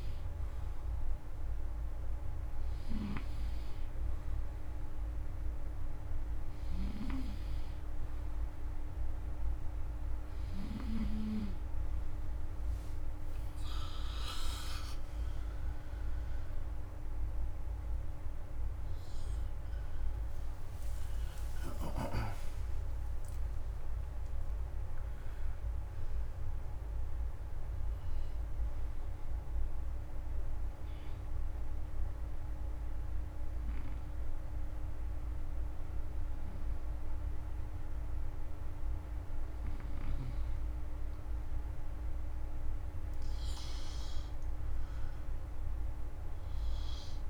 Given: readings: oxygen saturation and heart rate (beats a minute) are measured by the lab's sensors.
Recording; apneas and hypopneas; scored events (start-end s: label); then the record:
breathing in sleep by a room microphone; 1
19.00-24.00 s: arousal
29.00-40.00 s: obstructive apnea (oxygen 94% before, 92% lowest, heart rate 101 before, 56 extreme, up 59 after)
43.50-47.00 s: arousal
From the record:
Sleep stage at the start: N2 (light sleep); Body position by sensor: on the front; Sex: male